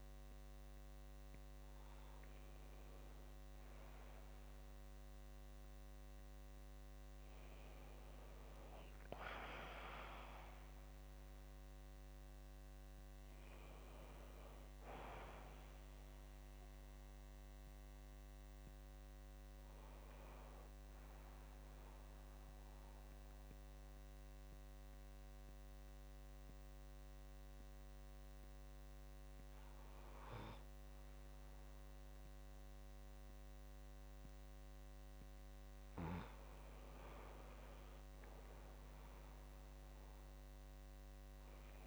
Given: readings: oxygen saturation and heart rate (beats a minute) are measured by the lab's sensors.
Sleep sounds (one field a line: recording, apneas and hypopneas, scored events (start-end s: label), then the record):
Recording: breathing in sleep by a microphone on the trachea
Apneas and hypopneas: none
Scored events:
none scored
From the record:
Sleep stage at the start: N2 (light sleep)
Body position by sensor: on the back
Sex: male